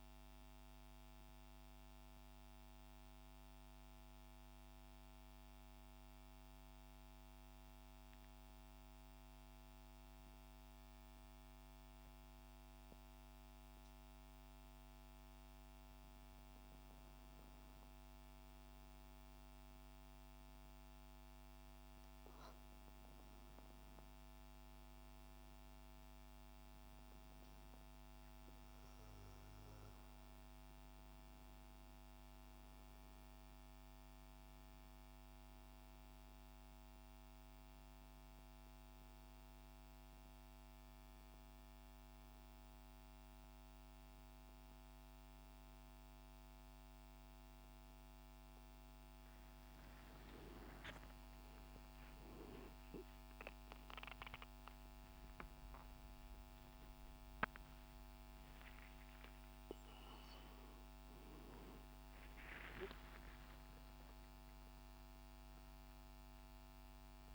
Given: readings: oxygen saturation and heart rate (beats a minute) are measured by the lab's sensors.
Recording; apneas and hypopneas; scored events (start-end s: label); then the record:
a person partly awake in a sleep study, hard to hear, by a microphone on the trachea; 1
0.50-16.50 s: mixed apnea (oxygen 98% before, 93% lowest, heart rate 73 before, 66 extreme, up 4 after)
18.00-21.50 s: arousal
20.00-36.00 s: oxygen desaturation (device-marked, oxygen 97% before, 93% lowest, heart rate 68 before, 68 extreme)
44.00-67.35 s: new sleep stage, awake
From the record:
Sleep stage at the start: N2 (light sleep); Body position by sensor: on the back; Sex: male